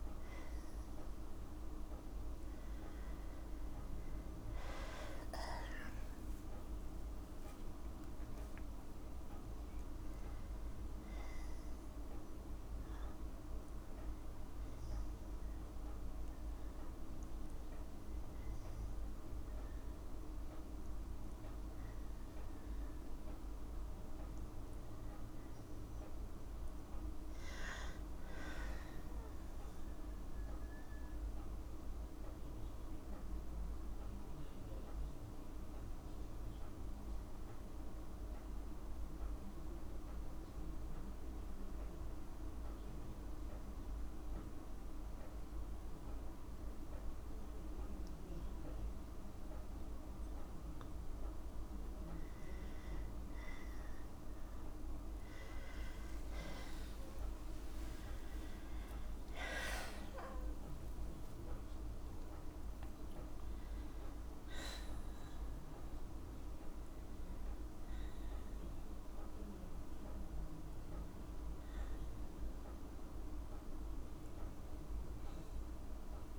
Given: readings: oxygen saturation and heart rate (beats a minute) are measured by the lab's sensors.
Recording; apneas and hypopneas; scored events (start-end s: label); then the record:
breathing in sleep, hard to hear, by a room microphone; 1
26.50-30.50 s: arousal
34.00-51.50 s: hypopnea (oxygen 94% before, 94% lowest, heart rate 60 before, 57 extreme, up 34 after)
56.50-61.50 s: arousal
57.00-59.00 s: long interval between heartbeats (device-marked, heart rate 61 before, 91 extreme)
From the record:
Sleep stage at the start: N2 (light sleep); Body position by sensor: on the right side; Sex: female